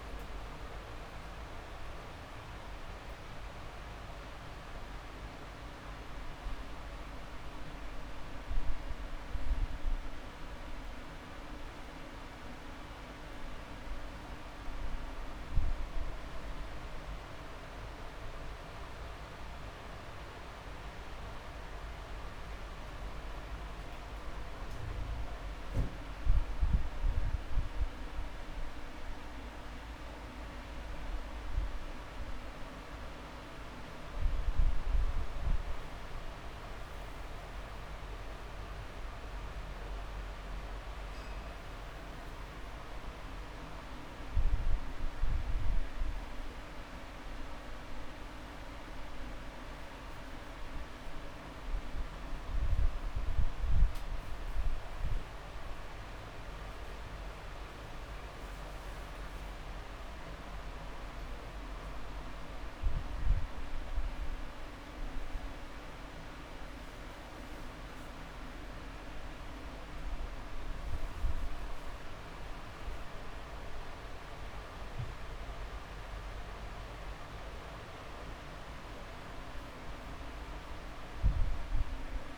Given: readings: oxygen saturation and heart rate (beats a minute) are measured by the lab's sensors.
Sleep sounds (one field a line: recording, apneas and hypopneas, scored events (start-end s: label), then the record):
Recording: breathing in sleep, hard to hear, by a room microphone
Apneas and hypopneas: none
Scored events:
0.00-1.00 s: drop in pulse transit time (device-marked)
1.00-3.00 s: long interval between heartbeats (device-marked)
10.00-20.00 s: drop in pulse transit time (device-marked)
12.50-14.50 s: long interval between heartbeats (device-marked)
15.00-17.00 s: long interval between heartbeats (device-marked)
24.00-27.00 s: drop in pulse transit time (device-marked)
25.00-27.00 s: long interval between heartbeats (device-marked, heart rate 30 before, 30 extreme)
27.50-29.50 s: long interval between heartbeats (device-marked, heart rate 30 before, 38 extreme)
31.00 s: drop in pulse transit time (device-marked)
40.50-42.50 s: long interval between heartbeats (device-marked, heart rate 32 before, 53 extreme)
52.50-54.50 s: long interval between heartbeats (device-marked, heart rate 45 before, 28 extreme)
55.00-57.00 s: long interval between heartbeats (device-marked, heart rate 44 before, 39 extreme)
56.00-62.00 s: drop in pulse transit time (device-marked, heart rate 44 before, 32 extreme)
63.00-65.00 s: long interval between heartbeats (device-marked, heart rate 40 before, 31 extreme)
68.50-70.50 s: long interval between heartbeats (device-marked, heart rate 32 before, 40 extreme)
71.00-73.00 s: long interval between heartbeats (device-marked, heart rate 32 before, 38 extreme)
73.00-75.00 s: long interval between heartbeats (device-marked, heart rate 34 before, 47 extreme)
78.00-82.38 s: drop in pulse transit time (device-marked, heart rate 36 before, 25 extreme)
From the record:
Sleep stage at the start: N2 (light sleep)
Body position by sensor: on the back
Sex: male